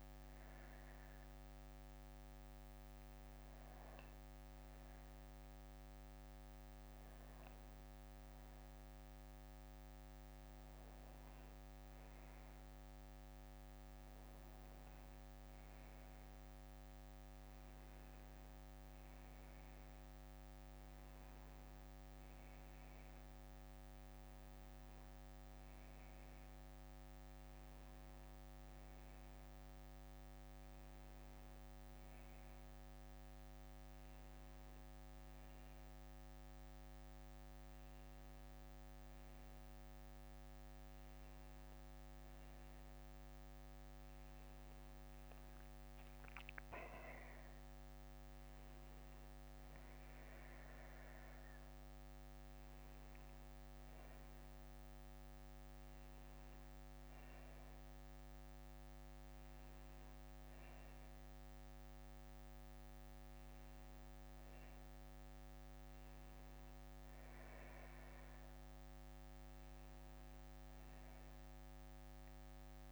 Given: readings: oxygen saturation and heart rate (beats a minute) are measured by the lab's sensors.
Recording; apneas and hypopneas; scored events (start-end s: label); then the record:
breathing in sleep, hard to hear, by a microphone on the trachea; none
0.00-8.50 s: bradycardia (device-marked, heart rate 57 extreme)
From the record:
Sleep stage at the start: N1 (lightest sleep); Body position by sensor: on the back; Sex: male